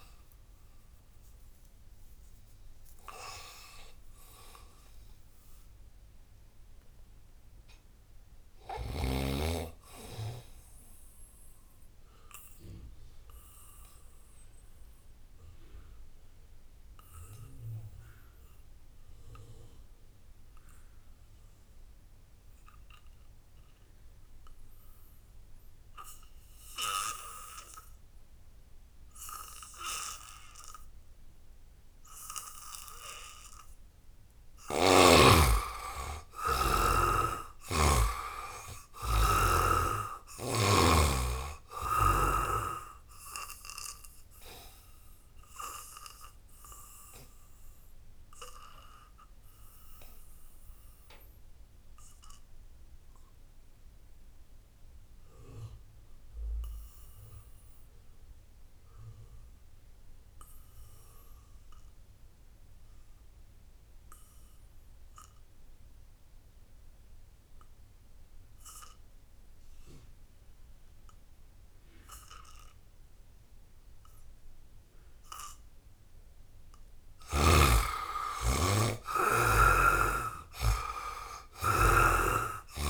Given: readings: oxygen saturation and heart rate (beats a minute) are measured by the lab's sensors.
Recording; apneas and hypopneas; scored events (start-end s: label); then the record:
breathing in sleep by a room microphone; 2
0.00-5.50 s: oxygen desaturation (device-marked, oxygen 71% lowest, heart rate 63 extreme)
11.50-34.00 s: obstructive apnea (oxygen 99% before, 72% lowest, heart rate 85 before, 71 extreme, up 9 after)
11.50-82.90 s: new sleep stage, N2 (light sleep)
26.50-53.50 s: oxygen desaturation (device-marked, oxygen 96% before, 76% lowest, heart rate 82 before, 63 extreme)
35.50-39.00 s: arousal
44.50-75.00 s: obstructive apnea (oxygen 97% before, 71% lowest, heart rate 75 before, 60 extreme, up 8 after)
65.50-82.90 s: oxygen desaturation (device-marked, oxygen 97% before, 71% lowest, heart rate 78 before, 60 extreme)
76.50-80.00 s: arousal
81.50-82.90 s: snoring (device-marked)
From the record:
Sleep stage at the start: N1 (lightest sleep); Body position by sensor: on the back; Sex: male